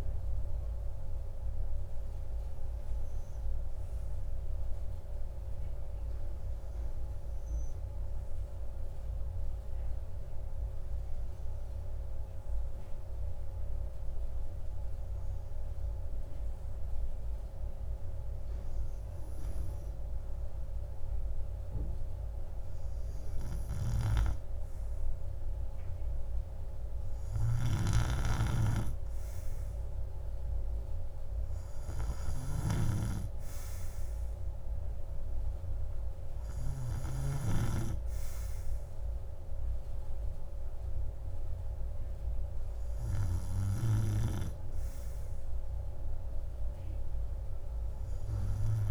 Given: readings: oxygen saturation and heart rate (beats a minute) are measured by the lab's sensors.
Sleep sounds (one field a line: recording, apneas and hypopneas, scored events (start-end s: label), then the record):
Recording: breathing in sleep by a room microphone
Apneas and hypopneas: 1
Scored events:
9.50-23.50 s: hypopnea (oxygen 97% before, 95% lowest, heart rate 53 before, 52 extreme, up 3 after)
25.50-30.00 s: arousal
From the record:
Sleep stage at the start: N2 (light sleep)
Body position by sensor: on the right side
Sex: male